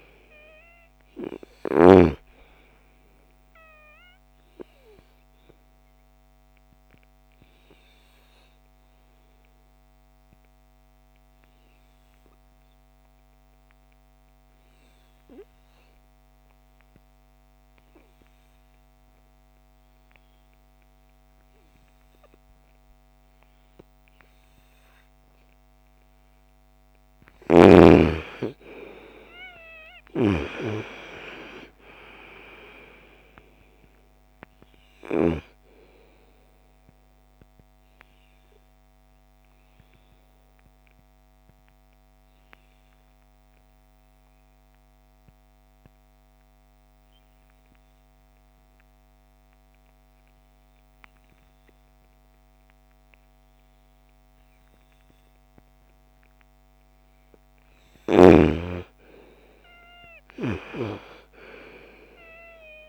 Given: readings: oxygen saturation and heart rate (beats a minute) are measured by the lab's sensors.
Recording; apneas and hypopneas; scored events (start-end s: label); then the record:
breathing in sleep by a microphone on the trachea; 2
0.00-1.00 s: snoring (device-marked)
0.00-12.50 s: oxygen desaturation (device-marked, oxygen 88% lowest, heart rate 33 extreme)
4.50-25.50 s: obstructive apnea (oxygen 98% before, 85% lowest, heart rate 62 before, 33 extreme, up 13 after)
24.50-54.50 s: oxygen desaturation (device-marked, oxygen 98% before, 85% lowest, heart rate 55 before, 38 extreme)
29.00-34.50 s: snoring (device-marked)
29.50-33.50 s: arousal
38.00-56.00 s: obstructive apnea (oxygen 98% before, 82% lowest, heart rate 46 before, 38 extreme, up 31 after)
57.00-62.89 s: snoring (device-marked)
59.00-62.50 s: arousal
From the record:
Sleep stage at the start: N2 (light sleep); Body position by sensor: on the right side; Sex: female